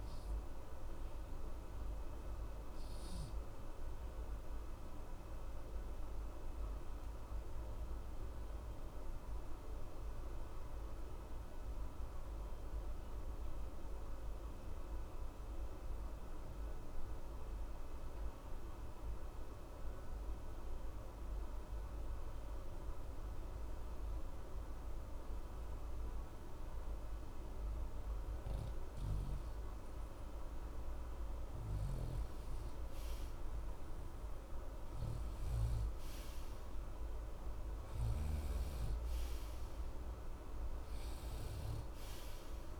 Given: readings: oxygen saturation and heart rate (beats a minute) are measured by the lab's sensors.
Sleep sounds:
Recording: breathing in sleep, hard to hear, by a room microphone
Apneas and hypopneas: 1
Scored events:
2.00-29.00 s: obstructive apnea (oxygen 96% before, 89% lowest, heart rate 60 before, 60 extreme, up 0 after)
25.00-39.00 s: oxygen desaturation (device-marked, oxygen 96% before, 92% lowest, heart rate 60 before, 60 extreme)
From the record:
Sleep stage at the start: N2 (light sleep)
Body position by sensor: on the right side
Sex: male

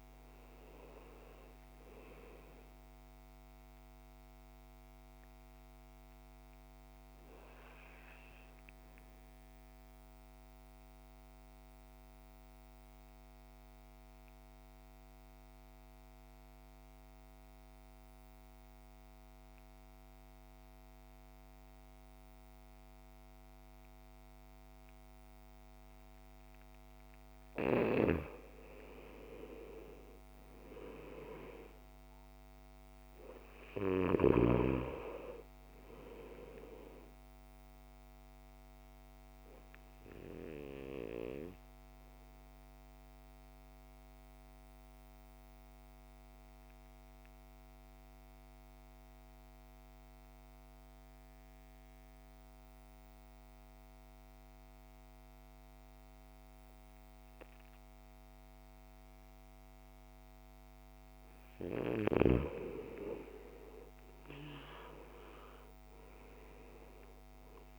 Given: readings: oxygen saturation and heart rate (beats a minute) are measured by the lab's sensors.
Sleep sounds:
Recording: breathing in sleep by a microphone on the trachea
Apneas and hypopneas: 2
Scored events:
0.00-19.00 s: oxygen desaturation (device-marked, oxygen 85% lowest, heart rate 53 extreme)
10.00-27.00 s: mixed apnea (oxygen 99% before, 85% lowest, heart rate 63 before, 51 extreme, up 8 after)
29.00-32.50 s: arousal
35.00-58.00 s: oxygen desaturation (device-marked, oxygen 99% before, 90% lowest, heart rate 58 before, 51 extreme)
39.50-61.50 s: obstructive apnea (oxygen 99% before, 86% lowest, heart rate 59 before, 51 extreme, up 15 after)
63.50-66.50 s: arousal
From the record:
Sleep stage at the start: N2 (light sleep)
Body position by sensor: on the back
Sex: male

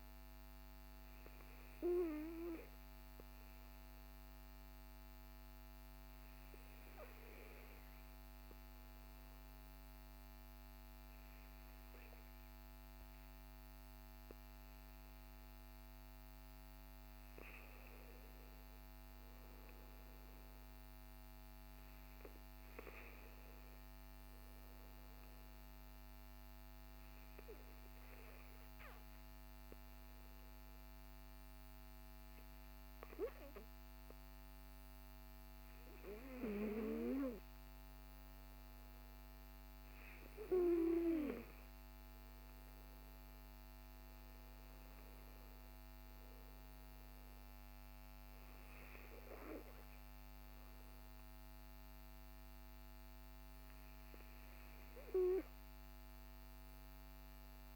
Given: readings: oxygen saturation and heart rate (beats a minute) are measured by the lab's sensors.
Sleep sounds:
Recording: breathing in sleep by a microphone on the trachea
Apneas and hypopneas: 2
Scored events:
5.50-15.50 s: obstructive apnea (oxygen 96% before, 94% lowest, heart rate 60 before, 54 extreme, up 5 after)
17.50-21.00 s: arousal
25.00-36.00 s: obstructive apnea (oxygen 96% before, 94% lowest, heart rate 60 before, 51 extreme, up 15 after)
38.00-41.00 s: arousal
From the record:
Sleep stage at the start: N2 (light sleep)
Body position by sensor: on the back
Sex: male

